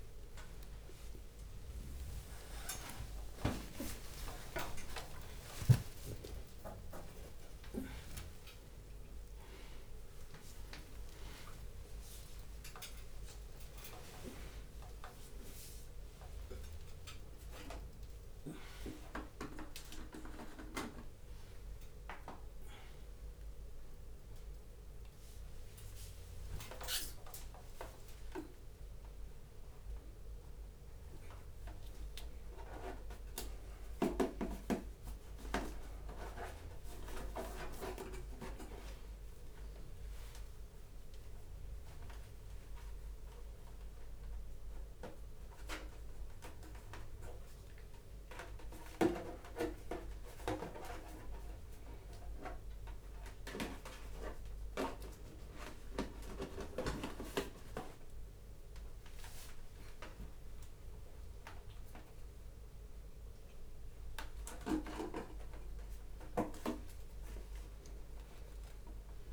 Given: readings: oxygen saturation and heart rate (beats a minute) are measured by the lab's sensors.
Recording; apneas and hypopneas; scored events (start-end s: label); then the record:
a person awake in a sleep study, by a room microphone; none
0.00-15.00 s: drop in pulse transit time (device-marked, heart rate 105 extreme)
0.00-17.00 s: tachycardia (device-marked, heart rate 196 extreme)
0.50-2.50 s: long interval between heartbeats (device-marked, heart rate 86 before, 182 extreme)
3.00-5.00 s: long interval between heartbeats (device-marked, heart rate 101 before, 159 extreme)
6.00-8.00 s: long interval between heartbeats (device-marked, heart rate 113 before, 129 extreme)
11.00-13.00 s: long interval between heartbeats (device-marked, heart rate 127 before, 105 extreme)
13.00-15.00 s: long interval between heartbeats (device-marked, heart rate 131 before, 115 extreme)
17.00-19.00 s: long interval between heartbeats (device-marked, heart rate 140 before, 110 extreme)
25.00-27.00 s: long interval between heartbeats (device-marked, heart rate 108 before, 72 extreme)
25.00-48.00 s: tachycardia (device-marked, heart rate 96 before, 182 extreme)
26.00-36.00 s: drop in pulse transit time (device-marked, heart rate 105 before, 93 extreme)
27.00-29.00 s: long interval between heartbeats (device-marked, heart rate 103 before, 98 extreme)
30.00-32.00 s: long interval between heartbeats (device-marked, heart rate 100 before, 116 extreme)
36.00-38.00 s: long interval between heartbeats (device-marked, heart rate 103 before, 151 extreme)
43.00-45.00 s: long interval between heartbeats (device-marked, heart rate 126 before, 146 extreme)
45.50-47.50 s: long interval between heartbeats (device-marked, heart rate 135 before, 161 extreme)
49.00-69.33 s: tachycardia (device-marked, heart rate 100 before, 179 extreme)
50.50-52.50 s: long interval between heartbeats (device-marked, heart rate 151 before, 99 extreme)
53.00-54.00 s: drop in pulse transit time (device-marked, heart rate 149 before, 106 extreme)
53.00-55.00 s: long interval between heartbeats (device-marked, heart rate 149 before, 106 extreme)
55.50-57.50 s: long interval between heartbeats (device-marked, heart rate 147 before, 131 extreme)
58.00-60.00 s: long interval between heartbeats (device-marked, heart rate 145 before, 144 extreme)
61.50-63.50 s: long interval between heartbeats (device-marked, heart rate 141 before, 115 extreme)
64.50-66.50 s: long interval between heartbeats (device-marked, heart rate 137 before, 128 extreme)
67.00-69.33 s: oxygen desaturation (device-marked, oxygen 100% before, 94% lowest, heart rate 132 before, 87 extreme)
From the record:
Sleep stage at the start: awake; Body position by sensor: upright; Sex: male